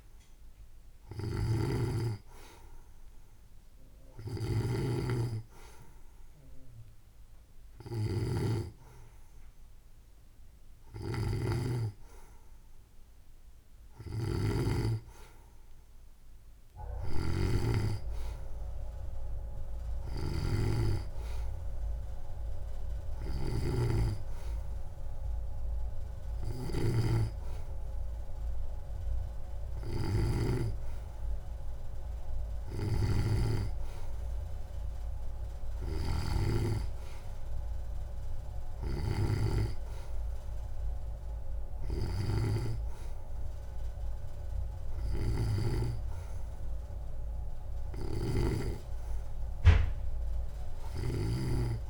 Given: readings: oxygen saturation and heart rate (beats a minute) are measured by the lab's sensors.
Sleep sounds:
breathing in sleep by a room microphone; none
none scored
From the record:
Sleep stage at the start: N2 (light sleep); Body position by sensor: on the right side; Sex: female

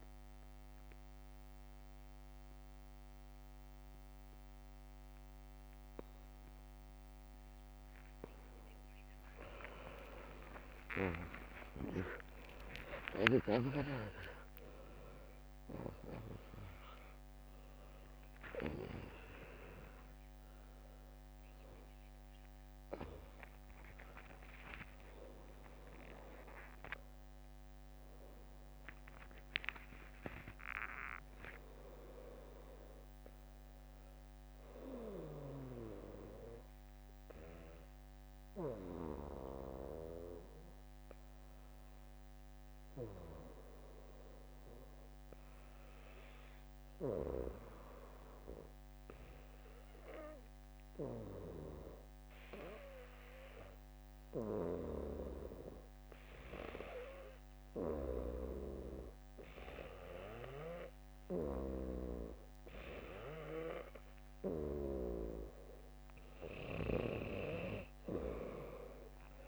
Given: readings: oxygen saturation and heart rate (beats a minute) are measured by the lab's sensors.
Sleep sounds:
breathing in sleep by a microphone on the trachea; none
0.00-1.50 s: oxygen desaturation (device-marked, oxygen 94% lowest, heart rate 38 extreme)
8.50-14.00 s: arousal
10.50-17.50 s: tachycardia (device-marked, heart rate 70 before, 133 extreme)
12.50-14.50 s: long interval between heartbeats (device-marked, heart rate 75 before, 87 extreme)
13.50-25.50 s: drop in pulse transit time (device-marked, heart rate 75 before, 38 extreme)
15.50-17.50 s: long interval between heartbeats (device-marked, heart rate 79 before, 133 extreme)
19.50-30.50 s: bradycardia (device-marked, heart rate 70 before, 28 extreme)
23.50-25.50 s: long interval between heartbeats (device-marked, heart rate 87 before, 38 extreme)
30.00-32.00 s: long interval between heartbeats (device-marked, heart rate 75 before, 28 extreme)
34.00-36.00 s: long interval between heartbeats (device-marked, heart rate 70 before, 75 extreme)
34.50-36.50 s: tachycardia (device-marked, heart rate 70 before, 77 extreme)
39.50-41.50 s: long interval between heartbeats (device-marked, heart rate 59 before, 98 extreme)
48.50-65.50 s: bradycardia (device-marked, heart rate 70 before, 58 extreme)
60.50-69.48 s: oxygen desaturation (device-marked, oxygen 99% before, 95% lowest, heart rate 70 before, 57 extreme)
67.50-69.48 s: tachycardia (device-marked, heart rate 70 before, 106 extreme)
68.00-69.48 s: arousal
From the record:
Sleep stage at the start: N2 (light sleep); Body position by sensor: on the back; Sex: female

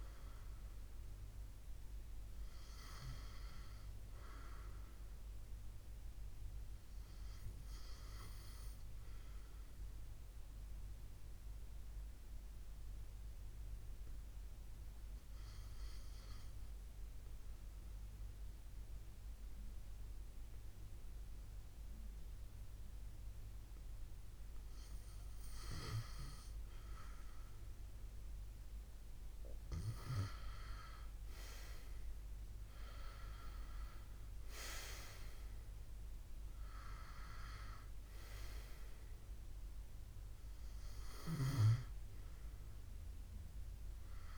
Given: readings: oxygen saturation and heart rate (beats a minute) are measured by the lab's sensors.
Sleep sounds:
breathing in sleep by a room microphone; 1
0.00-16.00 s: oxygen desaturation (device-marked, oxygen 97% before, 86% lowest, heart rate 68 before, 68 extreme)
8.50-25.50 s: obstructive apnea (oxygen 94% before, 86% lowest, heart rate 75 before, 69 extreme, up 7 after)
30.50-35.50 s: arousal
From the record:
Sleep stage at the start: REM sleep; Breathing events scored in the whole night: 277 in 3.8 hours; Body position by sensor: on the left side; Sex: male

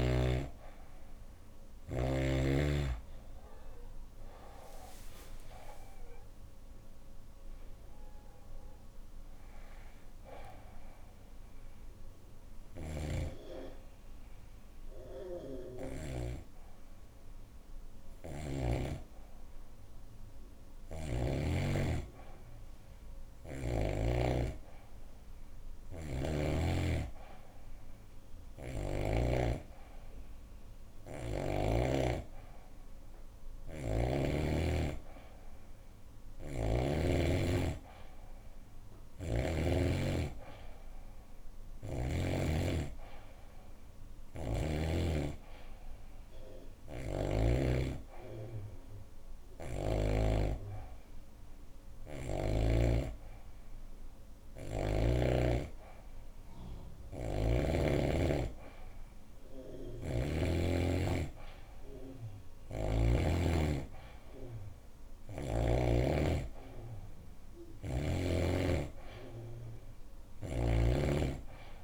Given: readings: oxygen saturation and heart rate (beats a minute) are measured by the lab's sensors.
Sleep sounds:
breathing in sleep by a room microphone; 1
0.00-20.50 s: oxygen desaturation (device-marked, oxygen 91% lowest, heart rate 90 extreme)
4.00-8.00 s: arousal
10.50-21.00 s: obstructive apnea (oxygen 96% before, 91% lowest, heart rate 157 before, 100 extreme, up 56 after)
12.50-16.00 s: snoring (device-marked)
23.50-27.50 s: arousal
29.50-52.50 s: oxygen desaturation (device-marked, oxygen 97% before, 91% lowest, heart rate 124 before, 36 extreme)
33.00-36.50 s: snoring (device-marked)
38.50-42.00 s: snoring (device-marked)
42.50-47.50 s: bradycardia (device-marked, heart rate 126 before, 36 extreme)
46.50-50.00 s: snoring (device-marked)
59.50-63.00 s: snoring (device-marked)
From the record:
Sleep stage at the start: N2 (light sleep); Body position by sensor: on the back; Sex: female

